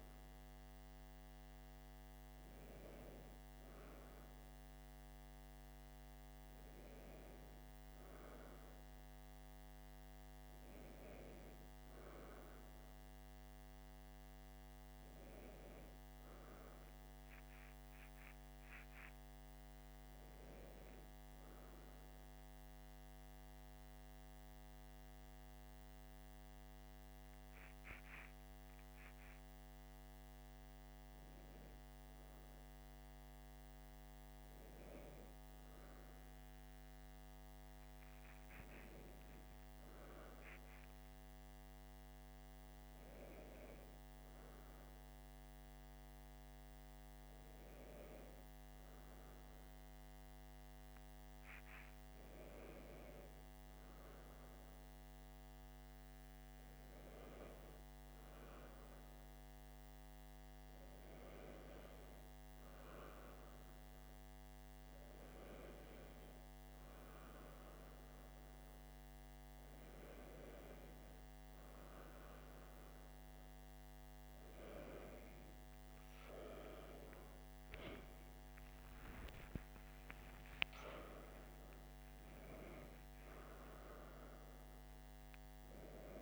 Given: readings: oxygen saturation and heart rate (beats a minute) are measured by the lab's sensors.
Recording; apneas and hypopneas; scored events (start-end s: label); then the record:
a person awake in a sleep study, by a microphone on the trachea; none
none scored
From the record:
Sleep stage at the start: awake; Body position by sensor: on the back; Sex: male